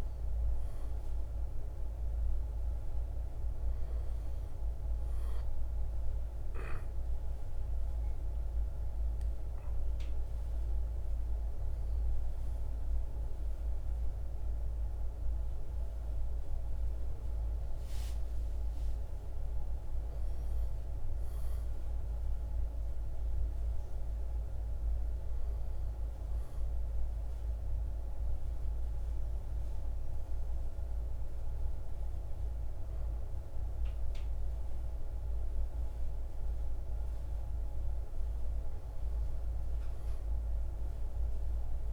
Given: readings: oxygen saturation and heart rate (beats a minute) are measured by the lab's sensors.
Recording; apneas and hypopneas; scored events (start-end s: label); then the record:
a person partly awake in a sleep study, hard to hear, by a room microphone; none
13.50-41.93 s: new sleep stage, N1 (lightest sleep)
From the record:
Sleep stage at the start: awake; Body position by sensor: on the right side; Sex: male